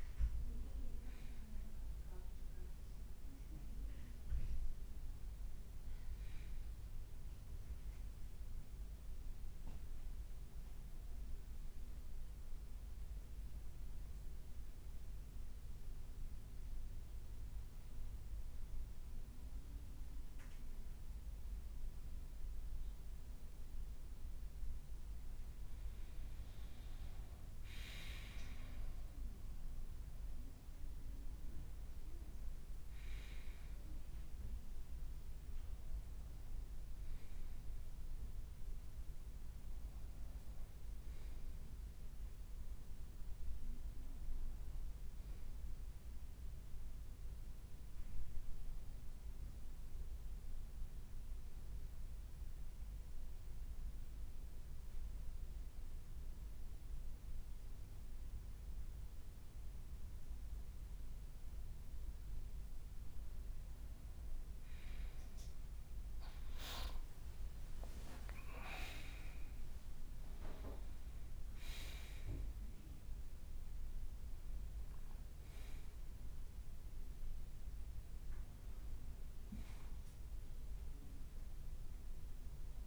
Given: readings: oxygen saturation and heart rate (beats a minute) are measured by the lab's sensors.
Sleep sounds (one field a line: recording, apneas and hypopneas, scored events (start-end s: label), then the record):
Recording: breathing in sleep by a room microphone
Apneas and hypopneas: 2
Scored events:
7.00-24.00 s: central apnea (oxygen 95% before, 92% lowest, heart rate 60 before, 53 extreme, up 3 after)
23.00-24.00 s: leg movement (device-marked)
26.50-28.50 s: leg movement (device-marked)
26.50-31.00 s: arousal
28.50-55.50 s: oxygen desaturation (device-marked, oxygen 97% before, 92% lowest, heart rate 54 before, 54 extreme)
49.00-62.00 s: central apnea (oxygen 97% before, 92% lowest, heart rate 56 before, 54 extreme, up 5 after)
53.50-55.50 s: leg movement (device-marked)
64.00-68.00 s: arousal
65.50-72.00 s: leg movement (device-marked)
From the record:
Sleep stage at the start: N2 (light sleep)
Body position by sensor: on the right side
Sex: male